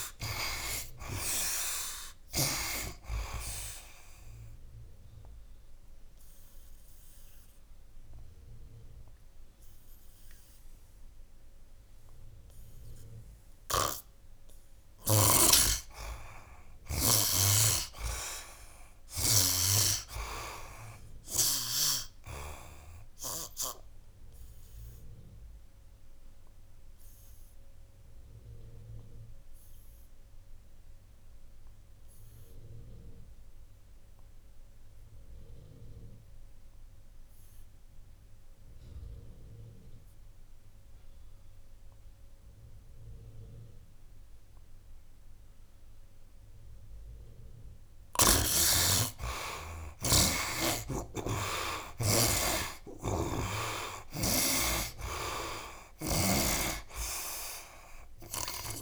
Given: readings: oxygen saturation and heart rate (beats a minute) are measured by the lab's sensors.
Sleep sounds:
breathing in sleep by a room microphone; 2
0.00-2.50 s: snoring (device-marked)
0.00-18.50 s: oxygen desaturation (device-marked, oxygen 52% lowest, heart rate 70 extreme)
4.00-16.00 s: obstructive apnea (oxygen 92% before, 52% lowest, heart rate 82 before, 70 extreme, up 7 after)
13.00-17.00 s: snoring (device-marked)
18.00-21.50 s: arousal
20.50-34.50 s: oxygen desaturation (device-marked, oxygen 95% before, 79% lowest, heart rate 84 before, 70 extreme)
25.00-48.50 s: obstructive apnea (oxygen 95% before, 64% lowest, heart rate 81 before, 70 extreme, up 19 after)
44.50-58.82 s: oxygen desaturation (device-marked, oxygen 94% before, 64% lowest, heart rate 75 before, 72 extreme)
50.00-54.00 s: arousal
52.50-56.00 s: snoring (device-marked)
From the record:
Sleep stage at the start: N2 (light sleep); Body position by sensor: on the right side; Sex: male

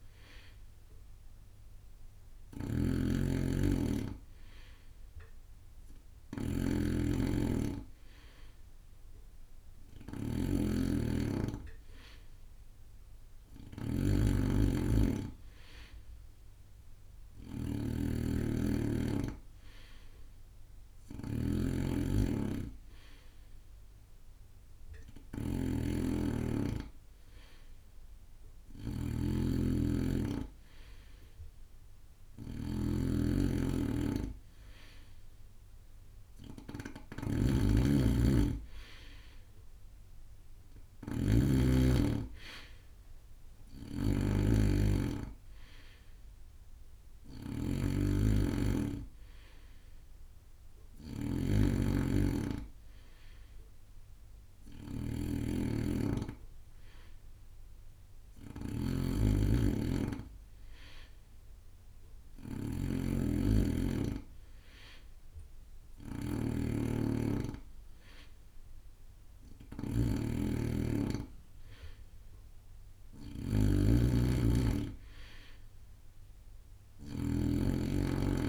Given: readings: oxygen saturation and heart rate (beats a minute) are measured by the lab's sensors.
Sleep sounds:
breathing in sleep by a room microphone; none
0.00-78.49 s: snoring (device-marked)
From the record:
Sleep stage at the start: N2 (light sleep); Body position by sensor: on the right side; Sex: male

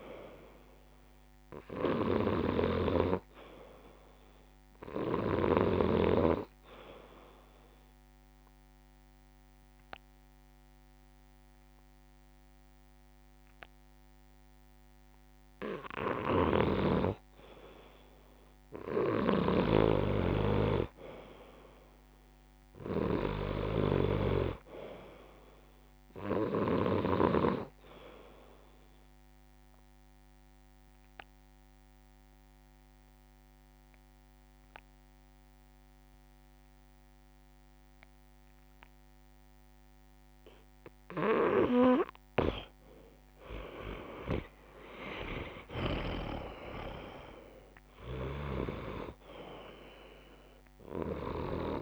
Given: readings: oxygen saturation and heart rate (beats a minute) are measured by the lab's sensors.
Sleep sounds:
breathing in sleep by a microphone on the trachea; 2
0.00-1.00 s: arousal
0.00-5.50 s: snoring (device-marked)
4.50-16.50 s: oxygen desaturation (device-marked, oxygen 96% before, 89% lowest)
7.50-17.50 s: obstructive apnea (oxygen 96% before, 89% lowest)
16.00-27.50 s: snoring (device-marked)
19.50-22.50 s: arousal
29.50-40.50 s: oxygen desaturation (device-marked, oxygen 95% before, 90% lowest)
30.00-41.50 s: obstructive apnea (oxygen 95% before, 87% lowest)
45.00-49.00 s: arousal
From the record:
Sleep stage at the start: N2 (light sleep); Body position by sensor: on the back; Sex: male

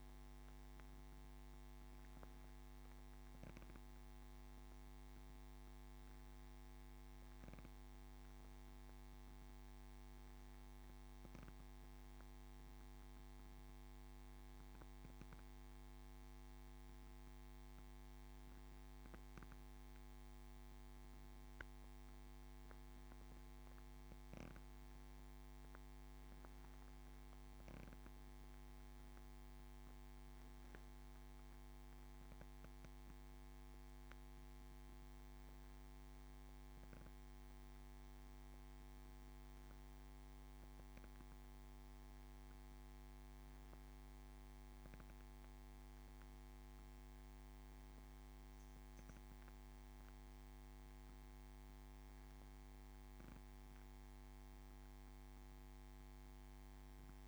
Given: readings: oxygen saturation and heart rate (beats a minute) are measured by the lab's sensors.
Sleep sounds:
breathing in sleep, hard to hear, by a microphone on the trachea; 1
12.00-24.00 s: obstructive apnea (oxygen 95% before, 93% lowest, heart rate 71 before, 68 extreme, up 3 after)
26.00-29.50 s: arousal
From the record:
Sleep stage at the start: N2 (light sleep); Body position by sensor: on the back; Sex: male

